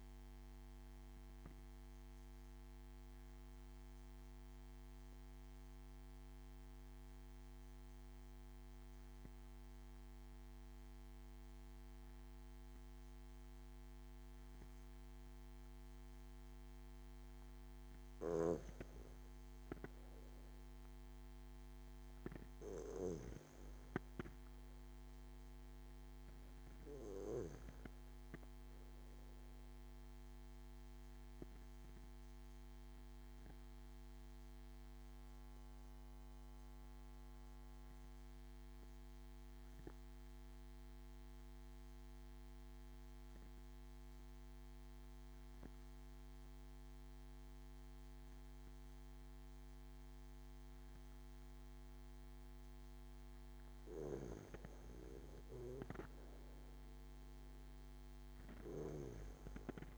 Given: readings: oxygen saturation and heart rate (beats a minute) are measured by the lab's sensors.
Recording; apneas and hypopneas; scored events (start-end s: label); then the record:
breathing in sleep by a microphone on the trachea; 2
1.50-17.50 s: obstructive apnea (oxygen 97% before, 91% lowest)
19.00-22.50 s: arousal
21.50-44.50 s: oxygen desaturation (device-marked, oxygen 96% before, 92% lowest)
31.00-53.00 s: obstructive apnea (oxygen 96% before, 91% lowest)
55.50-59.98 s: oxygen desaturation (device-marked, oxygen 97% before, 91% lowest)
56.00-59.50 s: arousal
From the record:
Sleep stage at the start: N2 (light sleep); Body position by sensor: on the back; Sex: male